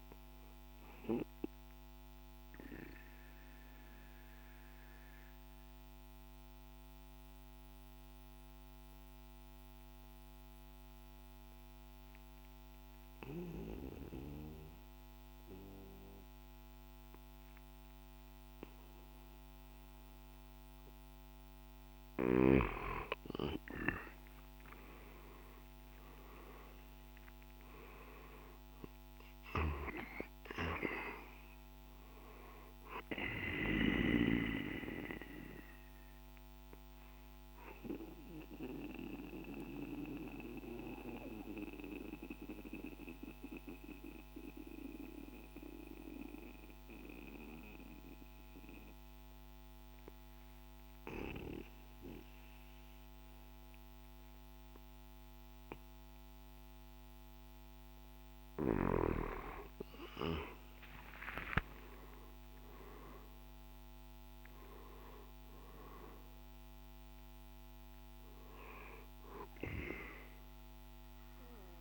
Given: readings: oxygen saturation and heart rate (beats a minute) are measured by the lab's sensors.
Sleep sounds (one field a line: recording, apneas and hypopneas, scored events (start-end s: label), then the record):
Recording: breathing in sleep by a microphone on the trachea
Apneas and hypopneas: 2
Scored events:
0.00-16.00 s: oxygen desaturation (device-marked, oxygen 85% lowest, heart rate 52 extreme)
1.00-20.00 s: obstructive apnea (oxygen 97% before, 85% lowest, heart rate 58 before, 49 extreme, up 7 after)
22.50-27.50 s: arousal
26.00-56.00 s: oxygen desaturation (device-marked, oxygen 98% before, 88% lowest, heart rate 55 before, 49 extreme)
28.00-39.00 s: drop in pulse transit time (device-marked, heart rate 56 before, 54 extreme)
37.50-57.50 s: obstructive apnea (oxygen 98% before, 88% lowest, heart rate 58 before, 49 extreme, up 6 after)
60.00-66.00 s: arousal
69.00-71.81 s: oxygen desaturation (device-marked, oxygen 97% before, 88% lowest, heart rate 56 before, 52 extreme)
From the record:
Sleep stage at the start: N2 (light sleep)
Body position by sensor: on the back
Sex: male